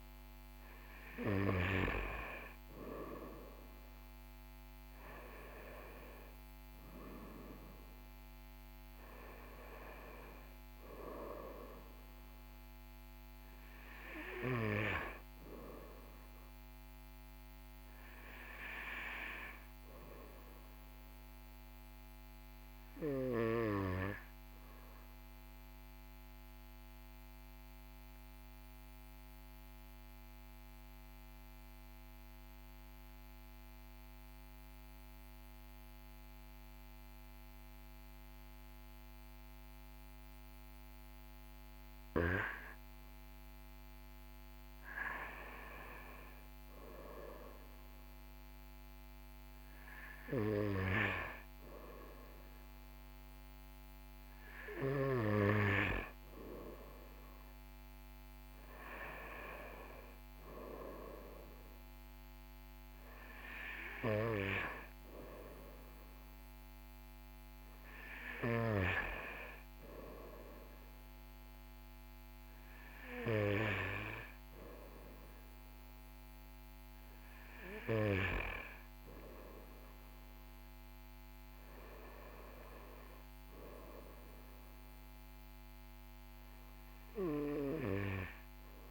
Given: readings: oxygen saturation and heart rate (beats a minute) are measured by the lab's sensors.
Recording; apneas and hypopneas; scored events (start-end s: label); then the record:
breathing in sleep by a microphone on the trachea; 1
4.50-22.50 s: oxygen desaturation (device-marked, oxygen 97% before, 94% lowest, heart rate 41 before, 40 extreme)
25.50-42.00 s: obstructive apnea (oxygen 97% before, 96% lowest, heart rate 42 before, 40 extreme, up 1 after)
42.50-47.00 s: arousal
From the record:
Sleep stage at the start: N2 (light sleep); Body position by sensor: on the back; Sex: male